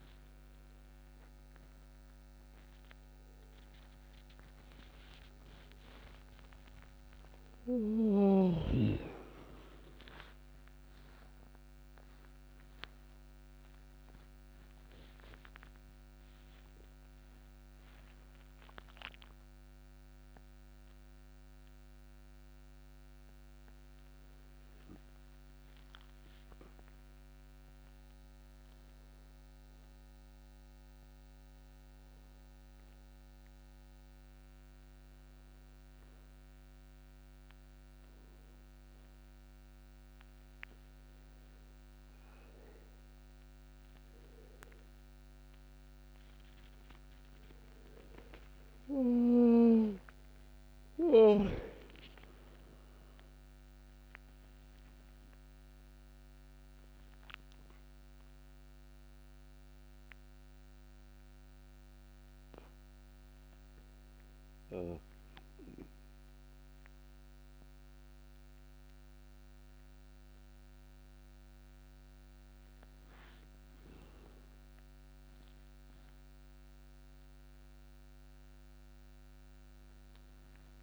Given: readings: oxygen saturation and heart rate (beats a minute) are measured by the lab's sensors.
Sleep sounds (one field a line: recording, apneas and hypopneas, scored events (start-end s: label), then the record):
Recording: a person partly awake in a sleep study, by a microphone on the trachea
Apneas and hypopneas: 1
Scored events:
4.50-27.50 s: oxygen desaturation (device-marked, oxygen 97% before, 93% lowest)
22.50-80.83 s: new sleep stage, N1 (lightest sleep)
48.00-51.50 s: arousal
48.50-75.50 s: oxygen desaturation (device-marked, oxygen 97% before, 93% lowest, heart rate 30 before, 39 extreme)
54.00-65.00 s: central apnea (oxygen 98% before, 93% lowest, heart rate 57 before, 39 extreme, up 20 after)
68.50-72.00 s: arousal
From the record:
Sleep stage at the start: awake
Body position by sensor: on the back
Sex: male